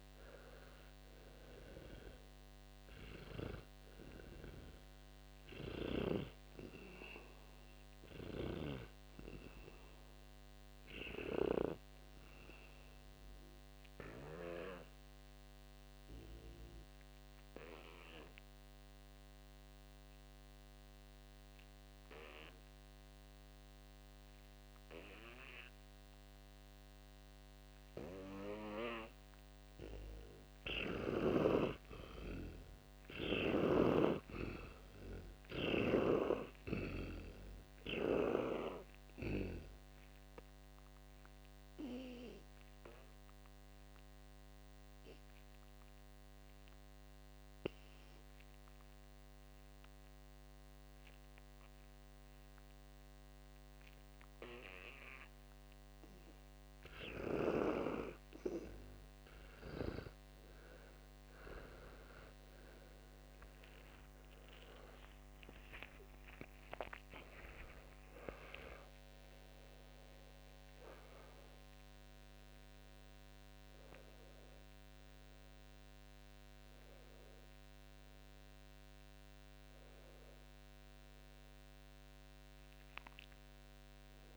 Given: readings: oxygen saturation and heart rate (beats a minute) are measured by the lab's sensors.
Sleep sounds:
a person partly awake in a sleep study, by a microphone on the trachea; 2
2.00-30.00 s: oxygen desaturation (device-marked, oxygen 96% before, 87% lowest, heart rate 78 before, 60 extreme)
14.50-30.50 s: mixed apnea (oxygen 96% before, 87% lowest, heart rate 88 before, 60 extreme, up 10 after)
31.50-36.50 s: arousal
42.50-60.00 s: obstructive apnea (oxygen 100% before, 87% lowest, heart rate 64 before, 59 extreme)
44.00-59.00 s: oxygen desaturation (device-marked, oxygen 100% before, 87% lowest, heart rate 66 before, 59 extreme)
53.00-84.37 s: new sleep stage, awake
68.00-81.00 s: oxygen desaturation (device-marked, oxygen 97% before, 91% lowest, heart rate 81 before, 60 extreme)
From the record:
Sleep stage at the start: N2 (light sleep); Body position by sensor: on the back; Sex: male

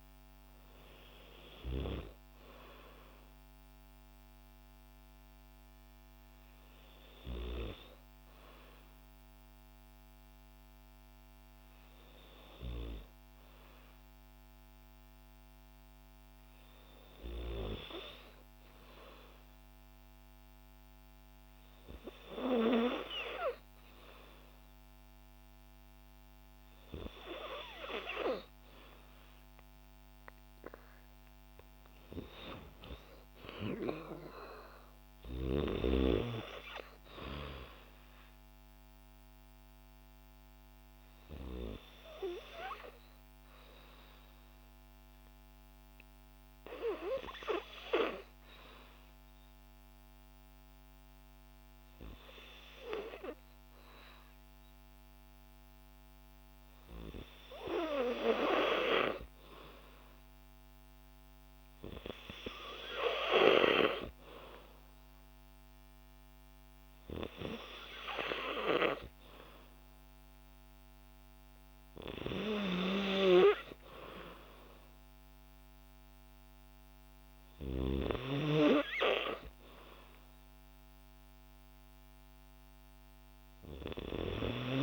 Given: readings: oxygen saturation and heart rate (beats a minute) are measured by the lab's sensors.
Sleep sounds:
breathing in sleep by a microphone on the trachea; 1
0.00-5.00 s: oxygen desaturation (device-marked, oxygen 90% lowest, heart rate 55 extreme)
11.00-30.50 s: hypopnea (oxygen 97% before, 92% lowest, heart rate 56 before, 57 extreme, up 3 after)
32.50-36.50 s: arousal
65.00-80.00 s: oxygen desaturation (device-marked, oxygen 96% before, 92% lowest, heart rate 58 before, 56 extreme)
From the record:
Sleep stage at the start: N2 (light sleep); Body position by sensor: on the back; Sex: female

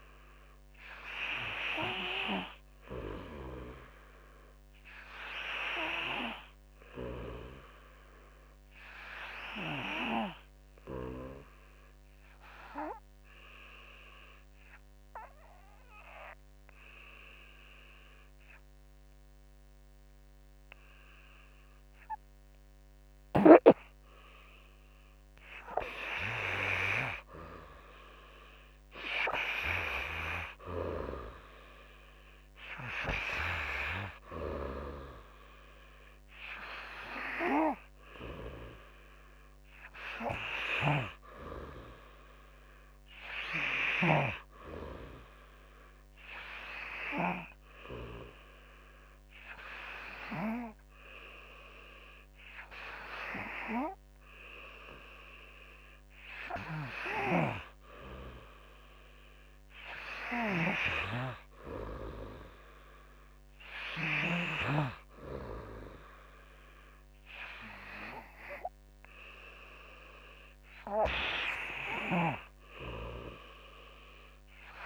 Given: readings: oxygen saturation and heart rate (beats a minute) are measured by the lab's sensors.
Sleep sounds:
breathing in sleep by a microphone on the trachea; 2
0.00-7.00 s: oxygen desaturation (device-marked, oxygen 93% lowest, heart rate 50 extreme)
11.50-24.00 s: obstructive apnea (oxygen 97% before, 87% lowest, heart rate 53 before, 52 extreme, up 6 after)
31.50-35.50 s: arousal
38.00-53.00 s: oxygen desaturation (device-marked, oxygen 96% before, 87% lowest, heart rate 55 before, 49 extreme)
45.50-56.50 s: obstructive apnea (oxygen 96% before, 87% lowest, heart rate 53 before, 49 extreme, up 1 after)
61.50-65.50 s: arousal
From the record:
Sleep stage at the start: N3 (deep sleep); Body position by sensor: on the back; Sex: male

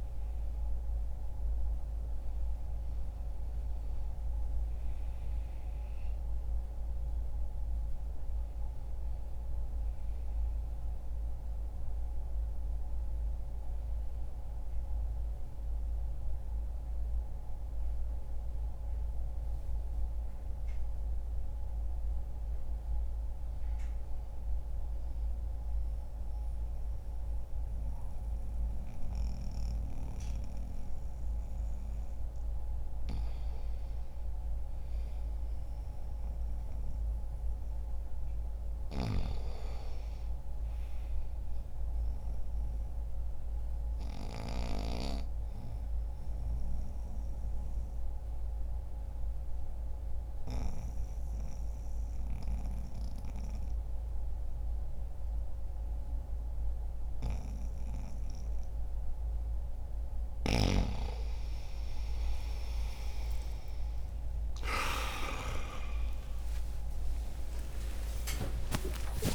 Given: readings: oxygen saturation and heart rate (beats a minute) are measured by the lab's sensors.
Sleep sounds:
breathing in sleep by a room microphone; 1
3.50-32.50 s: oxygen desaturation (device-marked, oxygen 96% before, 91% lowest, heart rate 66 before, 64 extreme)
14.50-69.34 s: new sleep stage, N2 (light sleep)
45.50-59.00 s: obstructive apnea (oxygen 96% before, 90% lowest, heart rate 67 before, 45 extreme, up 13 after)
46.50-60.50 s: oxygen desaturation (device-marked, oxygen 96% before, 91% lowest, heart rate 67 before, 45 extreme)
From the record:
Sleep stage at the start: N1 (lightest sleep); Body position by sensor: on the back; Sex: male

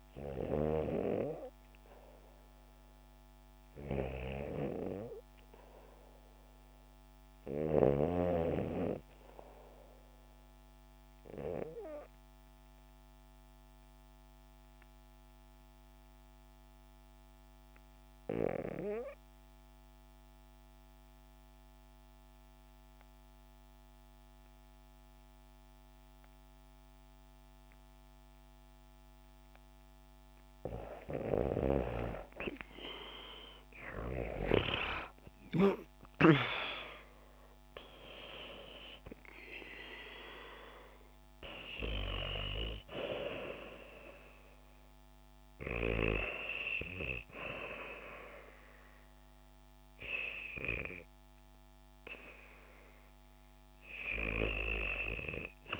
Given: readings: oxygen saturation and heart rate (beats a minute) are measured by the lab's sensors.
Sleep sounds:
breathing in sleep by a microphone on the trachea; 1
11.00-30.00 s: obstructive apnea (oxygen 92% before, 82% lowest, heart rate 77 before, 63 extreme, up 25 after)
30.00-55.00 s: oxygen desaturation (device-marked, oxygen 93% before, 82% lowest, heart rate 72 before, 67 extreme)
31.00-35.50 s: arousal
31.00-36.00 s: snoring (device-marked)
From the record:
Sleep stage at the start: REM sleep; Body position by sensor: on the back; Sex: female

